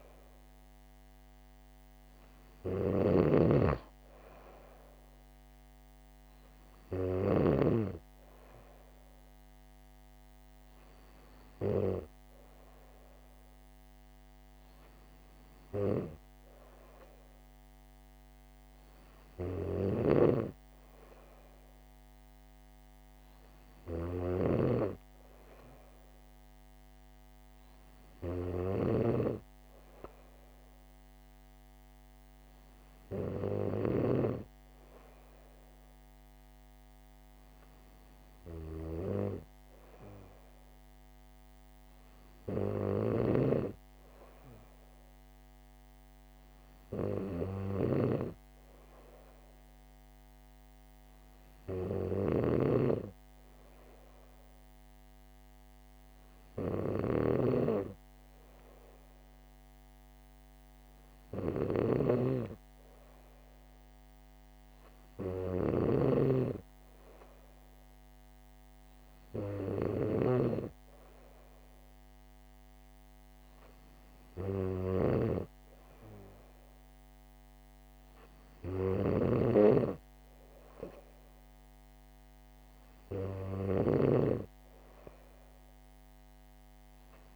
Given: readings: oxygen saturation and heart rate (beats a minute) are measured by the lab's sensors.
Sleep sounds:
breathing in sleep by a microphone on the trachea; none
3.00-8.00 s: snoring (device-marked)
20.00-34.50 s: snoring (device-marked)
43.50-84.50 s: snoring (device-marked)
From the record:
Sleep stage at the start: N3 (deep sleep); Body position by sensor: on the back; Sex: female

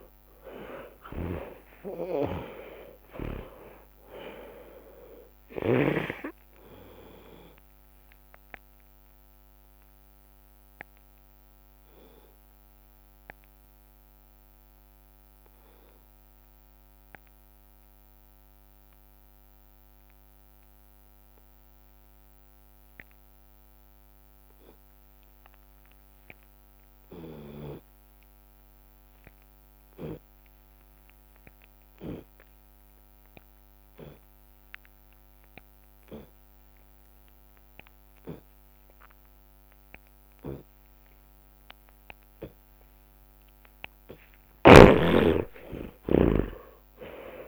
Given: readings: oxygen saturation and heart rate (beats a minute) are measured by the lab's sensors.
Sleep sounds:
breathing in sleep by a microphone on the trachea; 1
0.00-1.00 s: arousal
0.00-4.00 s: tachycardia (device-marked, heart rate 147 extreme)
0.00-6.00 s: snoring (device-marked)
0.00-9.00 s: drop in pulse transit time (device-marked, heart rate 88 before, 68 extreme)
1.00-3.00 s: long interval between heartbeats (device-marked, heart rate 93 before, 136 extreme)
3.50-5.50 s: long interval between heartbeats (device-marked, heart rate 102 before, 115 extreme)
8.00-43.00 s: obstructive apnea (oxygen 94% before, 73% lowest)
23.00-35.00 s: oxygen desaturation (device-marked, oxygen 98% before, 87% lowest, heart rate 70 before, 74 extreme)
24.50-26.50 s: long interval between heartbeats (device-marked, heart rate 66 before, 64 extreme)
27.00-39.00 s: drop in pulse transit time (device-marked, heart rate 60 before, 79 extreme)
27.50-29.50 s: long interval between heartbeats (device-marked, heart rate 60 before, 85 extreme)
33.50-35.50 s: long interval between heartbeats (device-marked, heart rate 68 before, 90 extreme)
36.50-38.50 s: long interval between heartbeats (device-marked, heart rate 73 before, 86 extreme)
38.50-40.50 s: long interval between heartbeats (device-marked, heart rate 76 before, 79 extreme)
42.50-44.50 s: long interval between heartbeats (device-marked, heart rate 80 before, 96 extreme)
43.00-46.00 s: tachycardia (device-marked, heart rate 74 before, 96 extreme)
44.50-47.48 s: arousal
From the record:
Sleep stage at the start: N2 (light sleep); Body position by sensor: on the left side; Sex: male

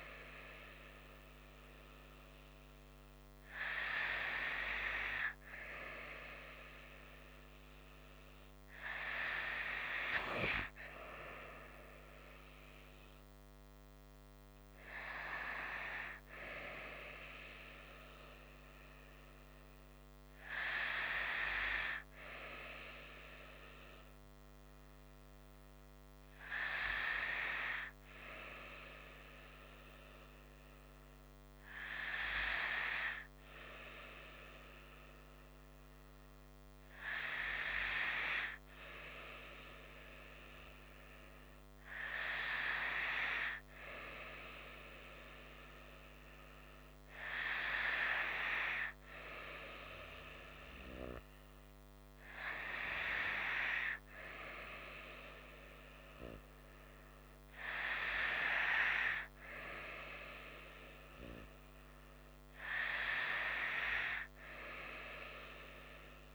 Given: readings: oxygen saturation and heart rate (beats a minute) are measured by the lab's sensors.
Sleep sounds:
breathing in sleep by a microphone on the trachea; none
none scored
From the record:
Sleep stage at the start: N2 (light sleep); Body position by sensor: on the right side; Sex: female

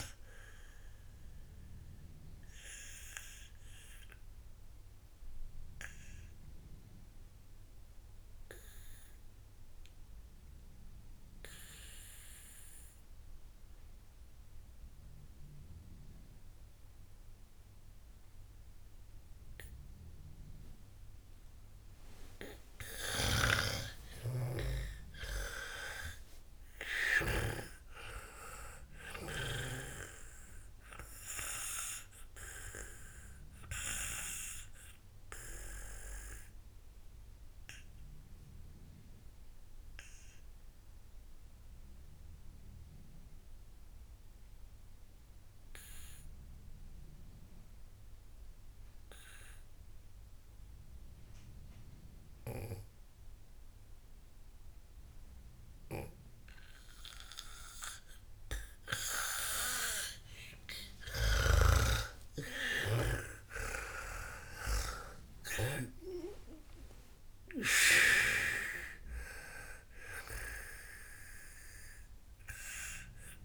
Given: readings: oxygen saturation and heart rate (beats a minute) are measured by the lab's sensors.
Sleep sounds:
breathing in sleep by a room microphone; 2
0.00-13.00 s: oxygen desaturation (device-marked, oxygen 92% lowest, heart rate 56 extreme)
2.00-23.00 s: obstructive apnea (oxygen 98% before, 90% lowest, heart rate 85 before, 57 extreme, up 44 after)
23.50-28.00 s: snoring (device-marked)
24.50-28.00 s: arousal
31.00-46.00 s: oxygen desaturation (device-marked, oxygen 98% before, 94% lowest, heart rate 72 before, 57 extreme)
34.00-59.50 s: obstructive apnea (oxygen 98% before, 90% lowest, heart rate 75 before, 55 extreme, up 45 after)
53.00-66.50 s: snoring (device-marked)
60.00-73.45 s: oxygen desaturation (device-marked, oxygen 97% before, 90% lowest, heart rate 60 before, 55 extreme)
61.50-66.00 s: arousal
From the record:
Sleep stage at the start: N2 (light sleep); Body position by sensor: on the back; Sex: female

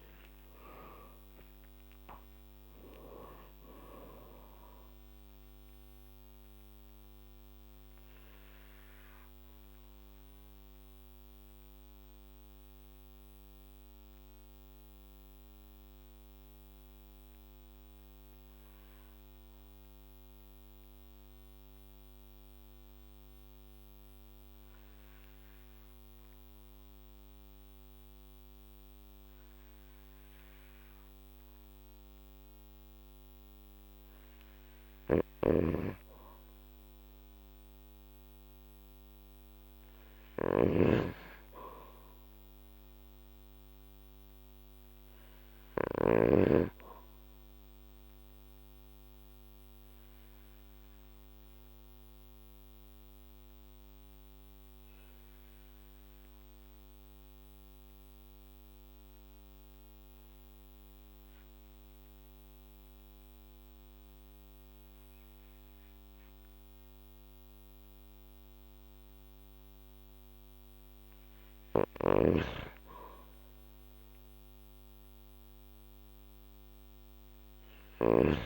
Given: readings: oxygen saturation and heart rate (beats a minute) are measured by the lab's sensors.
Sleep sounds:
breathing in sleep by a microphone on the trachea; 2
0.00-2.00 s: arousal
5.50-35.00 s: obstructive apnea (oxygen 99% before, 93% lowest, heart rate 54 before, 45 extreme, up 3 after)
34.50-46.00 s: snoring (device-marked)
36.00-39.00 s: arousal
37.00-53.00 s: oxygen desaturation (device-marked, oxygen 98% before, 93% lowest, heart rate 50 before, 47 extreme)
48.00-69.00 s: obstructive apnea (oxygen 99% before, 94% lowest, heart rate 52 before, 47 extreme, up 4 after)
71.50-78.00 s: snoring (device-marked)
72.50-77.00 s: arousal
From the record:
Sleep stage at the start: N2 (light sleep); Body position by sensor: on the back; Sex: male

